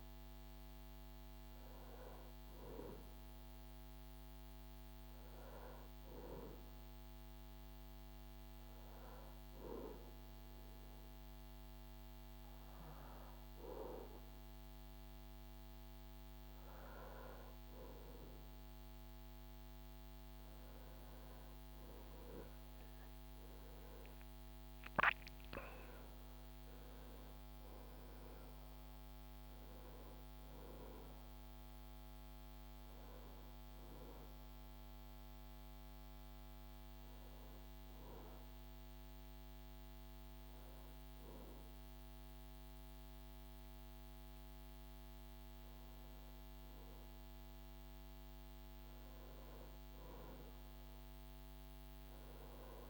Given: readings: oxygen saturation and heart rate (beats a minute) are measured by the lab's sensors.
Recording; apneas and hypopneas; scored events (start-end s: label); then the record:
breathing in sleep by a microphone on the trachea; 1
5.00-16.00 s: hypopnea (oxygen 96% before, 94% lowest, heart rate 79 before, 73 extreme, up 3 after)
17.50-21.50 s: arousal
From the record:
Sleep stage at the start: REM sleep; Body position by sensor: on the back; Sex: male